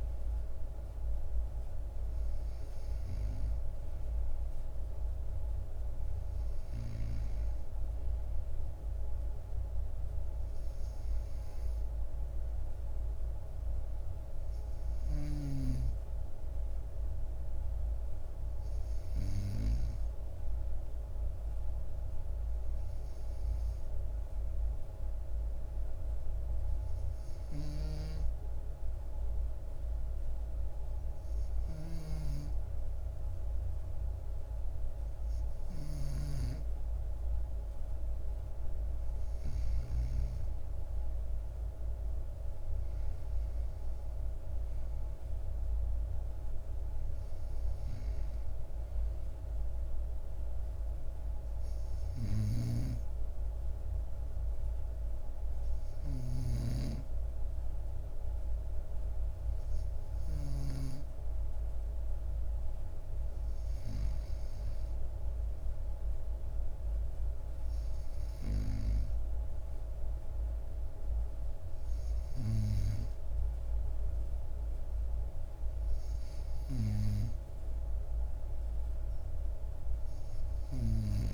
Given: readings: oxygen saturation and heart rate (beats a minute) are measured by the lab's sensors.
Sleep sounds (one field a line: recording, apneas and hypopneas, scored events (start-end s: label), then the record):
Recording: breathing in sleep by a room microphone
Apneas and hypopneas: none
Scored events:
none scored
From the record:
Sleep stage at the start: N2 (light sleep)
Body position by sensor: on the right side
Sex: male